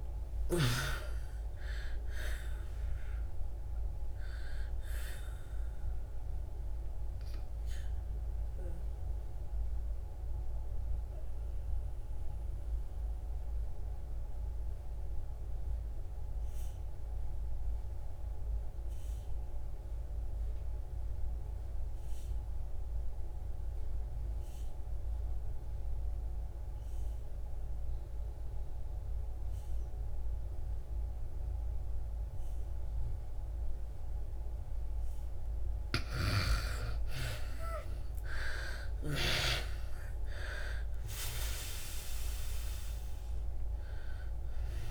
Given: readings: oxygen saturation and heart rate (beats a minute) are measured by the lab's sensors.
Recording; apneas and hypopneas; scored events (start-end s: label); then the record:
breathing in sleep by a room microphone; 1
0.00-24.00 s: oxygen desaturation (device-marked, oxygen 78% lowest, heart rate 59 extreme)
6.00-34.50 s: obstructive apnea (oxygen 98% before, 75% lowest, heart rate 69 before, 57 extreme, up 16 after)
30.00-44.91 s: oxygen desaturation (device-marked, oxygen 98% before, 75% lowest, heart rate 65 before, 57 extreme)
36.00-40.00 s: arousal
From the record:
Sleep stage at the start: N2 (light sleep); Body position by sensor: on the back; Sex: female